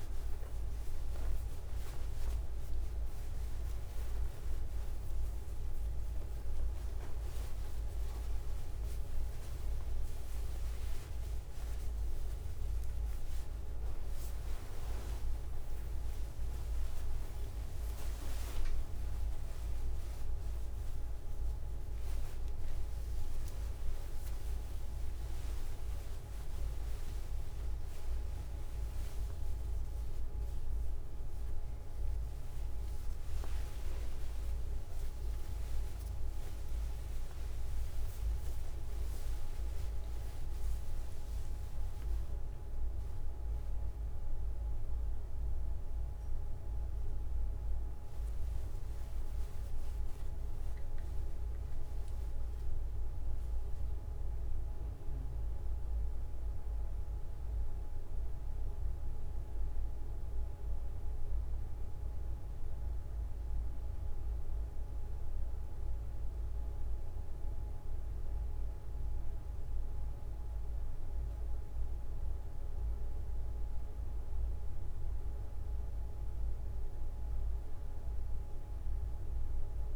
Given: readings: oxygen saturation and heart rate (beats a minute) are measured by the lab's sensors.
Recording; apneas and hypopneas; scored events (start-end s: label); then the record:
breathing in sleep, hard to hear, by a room microphone; none
3.00-5.00 s: long interval between heartbeats (device-marked, heart rate 44 before, 53 extreme)
5.50-7.50 s: long interval between heartbeats (device-marked, heart rate 48 before, 54 extreme)
19.50-21.50 s: long interval between heartbeats (device-marked, heart rate 58 before, 107 extreme)
23.50-25.50 s: long interval between heartbeats (device-marked, heart rate 64 before, 46 extreme)
31.00-33.00 s: long interval between heartbeats (device-marked, heart rate 63 before, 56 extreme)
31.50-36.50 s: arousal
33.50-35.50 s: long interval between heartbeats (device-marked, heart rate 66 before, 56 extreme)
43.00-45.00 s: long interval between heartbeats (device-marked, heart rate 46 before, 44 extreme)
68.00-70.00 s: long interval between heartbeats (device-marked, heart rate 48 before, 49 extreme)
From the record:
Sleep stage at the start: N1 (lightest sleep); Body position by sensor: on the back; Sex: male